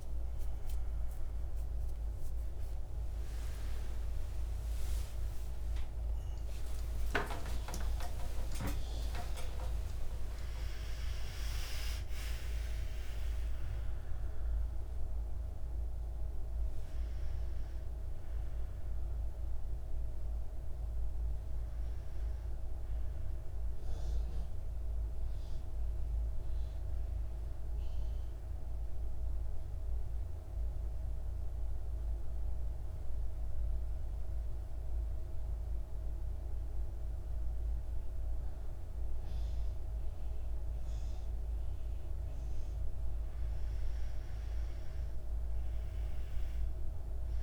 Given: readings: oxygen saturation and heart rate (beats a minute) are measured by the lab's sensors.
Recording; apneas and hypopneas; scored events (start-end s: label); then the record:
a person partly awake in a sleep study, by a room microphone; 1
16.00-47.43 s: new sleep stage, N2 (light sleep)
29.00-42.50 s: central apnea (oxygen 98% before, 90% lowest, heart rate 91 before, 54 extreme, up 7 after)
46.00-47.43 s: arousal
From the record:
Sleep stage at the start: awake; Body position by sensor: on the back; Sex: male